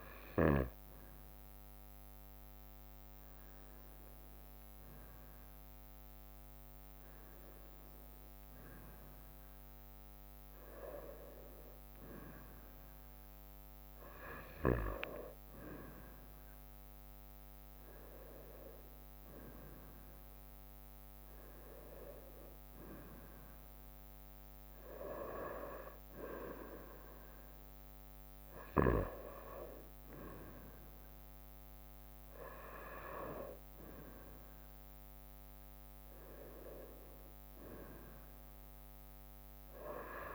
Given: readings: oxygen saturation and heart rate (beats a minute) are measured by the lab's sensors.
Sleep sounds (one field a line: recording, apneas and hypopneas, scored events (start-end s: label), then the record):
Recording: breathing in sleep by a microphone on the trachea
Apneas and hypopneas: none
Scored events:
none scored
From the record:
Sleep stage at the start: N1 (lightest sleep)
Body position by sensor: on the right side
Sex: female